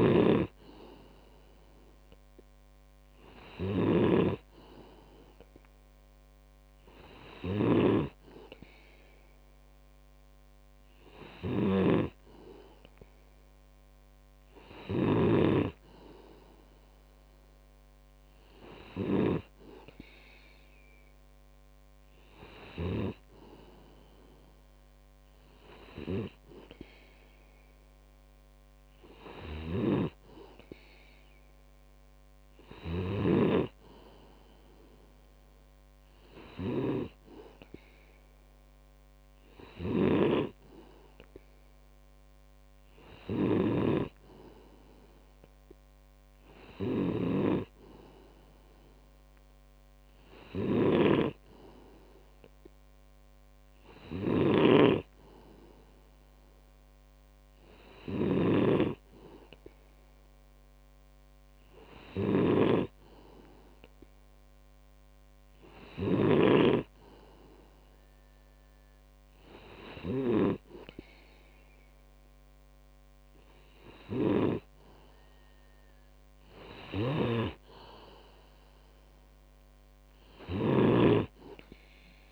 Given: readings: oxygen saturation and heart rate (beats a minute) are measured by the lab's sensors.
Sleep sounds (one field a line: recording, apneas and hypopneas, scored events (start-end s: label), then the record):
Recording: breathing in sleep by a microphone on the trachea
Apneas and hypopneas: none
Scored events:
0.00-19.50 s: snoring (device-marked)
29.50-33.50 s: snoring (device-marked)
40.00-82.32 s: snoring (device-marked)
From the record:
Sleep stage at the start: N2 (light sleep)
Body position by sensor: on the back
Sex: male